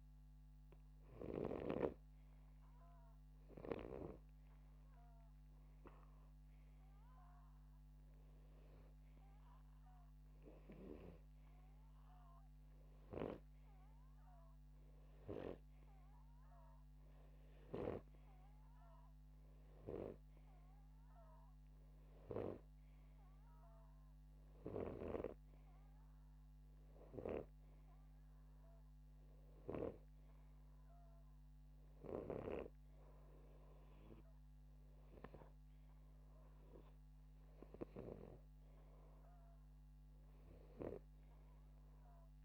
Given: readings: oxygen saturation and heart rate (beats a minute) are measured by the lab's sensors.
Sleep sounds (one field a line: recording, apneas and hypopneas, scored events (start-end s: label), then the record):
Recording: breathing in sleep by a microphone on the trachea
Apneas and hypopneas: none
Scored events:
none scored
From the record:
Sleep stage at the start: N2 (light sleep)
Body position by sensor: upright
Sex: male